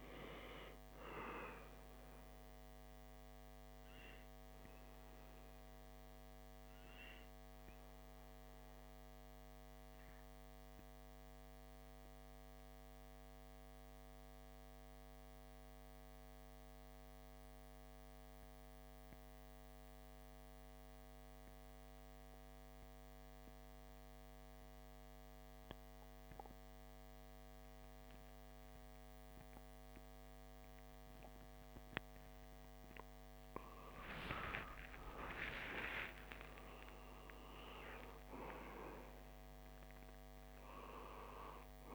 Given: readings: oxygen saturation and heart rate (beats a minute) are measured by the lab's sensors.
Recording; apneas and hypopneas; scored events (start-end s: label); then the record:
breathing in sleep by a microphone on the trachea; 1
4.50-32.50 s: mixed apnea (oxygen 97% before, 92% lowest, heart rate 62 before, 58 extreme, up 4 after)
33.00-38.00 s: arousal
37.00-41.95 s: oxygen desaturation (device-marked, oxygen 98% before, 92% lowest, heart rate 59 before, 58 extreme)
From the record:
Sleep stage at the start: N2 (light sleep); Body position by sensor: on the back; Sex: male